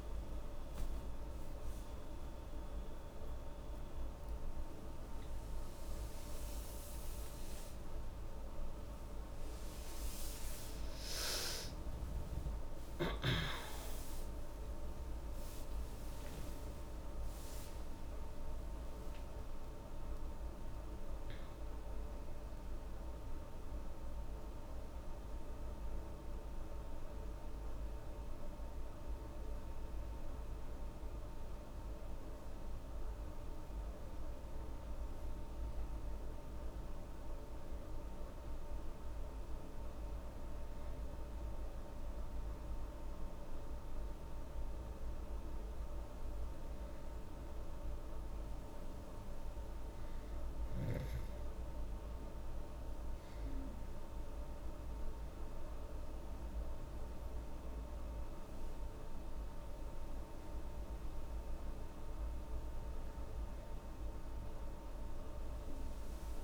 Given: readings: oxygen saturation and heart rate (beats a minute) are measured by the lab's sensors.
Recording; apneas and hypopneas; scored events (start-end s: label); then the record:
breathing in sleep, hard to hear, by a room microphone; none
0.00-4.00 s: arousal
10.50-40.50 s: new sleep stage, N1 (lightest sleep)
40.50-66.44 s: new sleep stage, N2 (light sleep)
From the record:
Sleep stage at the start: N2 (light sleep); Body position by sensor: on the back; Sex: female